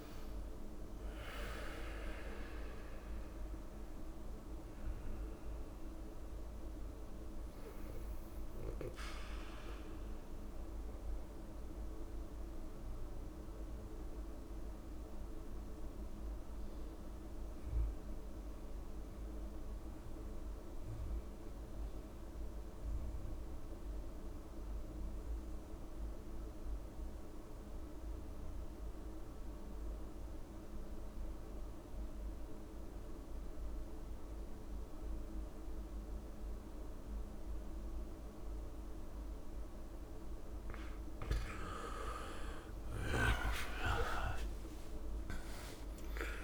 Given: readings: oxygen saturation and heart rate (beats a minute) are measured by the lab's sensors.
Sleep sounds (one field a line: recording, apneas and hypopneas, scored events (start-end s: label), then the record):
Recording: breathing in sleep by a room microphone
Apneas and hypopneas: 1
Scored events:
0.00-20.00 s: oxygen desaturation (device-marked, oxygen 85% lowest)
9.00-39.00 s: mixed apnea (oxygen 96% before, 84% lowest)
38.00-46.44 s: oxygen desaturation (device-marked, oxygen 98% before, 84% lowest)
42.50-46.44 s: arousal
44.00-46.00 s: long interval between heartbeats (device-marked)
From the record:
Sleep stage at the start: N2 (light sleep)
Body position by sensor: on the back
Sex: male